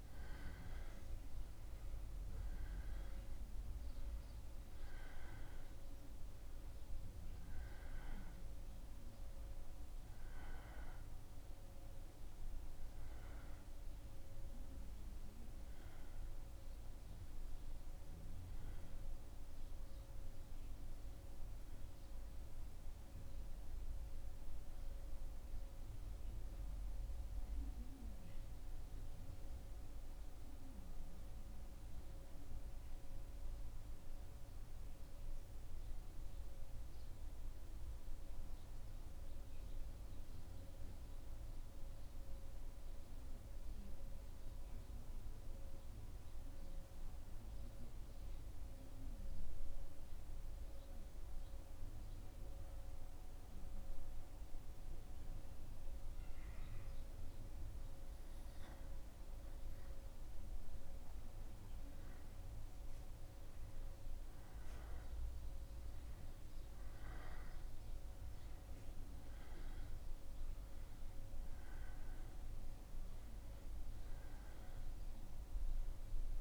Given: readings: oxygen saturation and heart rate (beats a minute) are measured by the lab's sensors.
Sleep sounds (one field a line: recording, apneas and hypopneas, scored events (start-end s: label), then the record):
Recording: breathing in sleep, hard to hear, by a room microphone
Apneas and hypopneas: 1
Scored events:
27.00-56.00 s: obstructive apnea (oxygen 95% before, 92% lowest, heart rate 77 before, 74 extreme, up 2 after)
46.50-76.41 s: new sleep stage, N2 (light sleep)
59.00-64.50 s: arousal
64.50-76.41 s: oxygen desaturation (device-marked, oxygen 96% before, 92% lowest, heart rate 77 before, 75 extreme)
From the record:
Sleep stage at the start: N1 (lightest sleep)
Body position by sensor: on the back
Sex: male